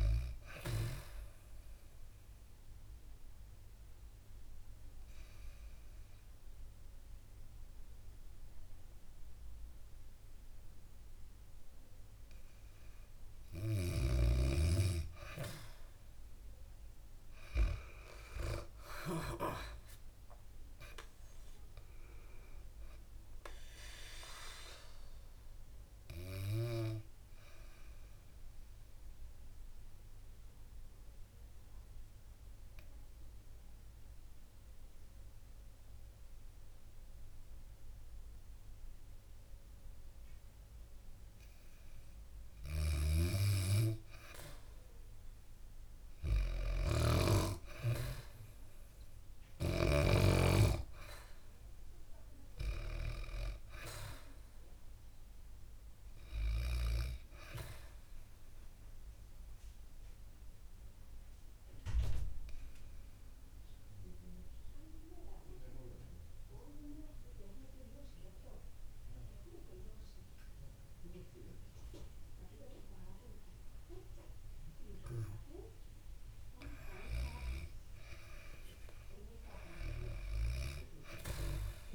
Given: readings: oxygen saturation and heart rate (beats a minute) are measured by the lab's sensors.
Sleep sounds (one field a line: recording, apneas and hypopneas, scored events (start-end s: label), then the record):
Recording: breathing in sleep by a room microphone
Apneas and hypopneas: 3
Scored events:
2.00-12.50 s: obstructive apnea (oxygen 96% before, 92% lowest, heart rate 69 before, 60 extreme, up 3 after)
19.50-24.00 s: arousal
20.50-37.50 s: oxygen desaturation (device-marked, oxygen 97% before, 92% lowest, heart rate 66 before, 60 extreme)
28.00-41.50 s: obstructive apnea (oxygen 97% before, 92% lowest, heart rate 68 before, 60 extreme, up 7 after)
37.50-81.95 s: new sleep stage, REM sleep
42.00-49.00 s: snoring (device-marked)
43.50-63.50 s: oxygen desaturation (device-marked, oxygen 99% before, 94% lowest, heart rate 65 before, 52 extreme)
46.00-50.50 s: arousal
57.00-76.50 s: obstructive apnea (oxygen 99% before, 92% lowest, heart rate 65 before, 52 extreme, up 11 after)
71.50-77.50 s: bradycardia (device-marked, heart rate 65 before, 53 extreme)
76.50-81.95 s: oxygen desaturation (device-marked, oxygen 97% before, 92% lowest, heart rate 66 before, 64 extreme)
78.00-81.95 s: arousal
From the record:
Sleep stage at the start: N2 (light sleep)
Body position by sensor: on the back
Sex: female